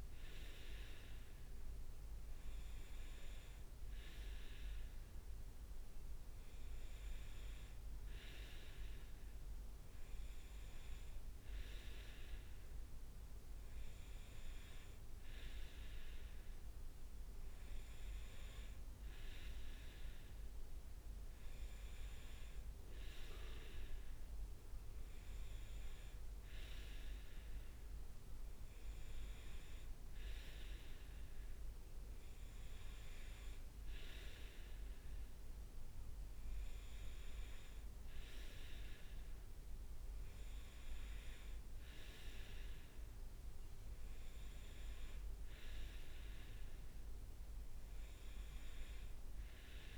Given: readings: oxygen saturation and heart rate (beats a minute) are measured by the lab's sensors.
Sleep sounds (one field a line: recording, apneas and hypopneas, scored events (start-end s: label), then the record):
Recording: breathing in sleep by a room microphone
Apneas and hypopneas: none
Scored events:
none scored
From the record:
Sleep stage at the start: N2 (light sleep)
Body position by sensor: on the right side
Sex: male